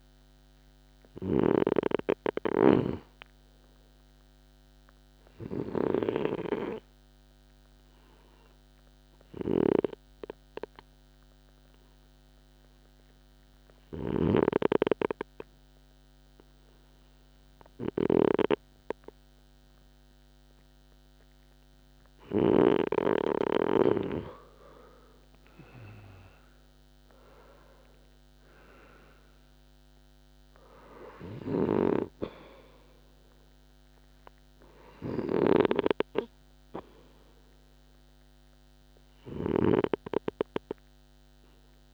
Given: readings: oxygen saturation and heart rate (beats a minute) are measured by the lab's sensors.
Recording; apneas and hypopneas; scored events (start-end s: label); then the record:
breathing in sleep by a microphone on the trachea; 1
0.00-2.50 s: snoring (device-marked)
0.00-14.50 s: oxygen desaturation (device-marked, oxygen 92% lowest, heart rate 52 extreme)
4.50-24.00 s: obstructive apnea (oxygen 97% before, 91% lowest, heart rate 58 before, 52 extreme, up 10 after)
25.50-29.50 s: arousal
28.50-41.94 s: oxygen desaturation (device-marked, oxygen 96% before, 91% lowest, heart rate 57 before, 53 extreme)
From the record:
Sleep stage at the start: N2 (light sleep); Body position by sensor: on the right side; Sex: male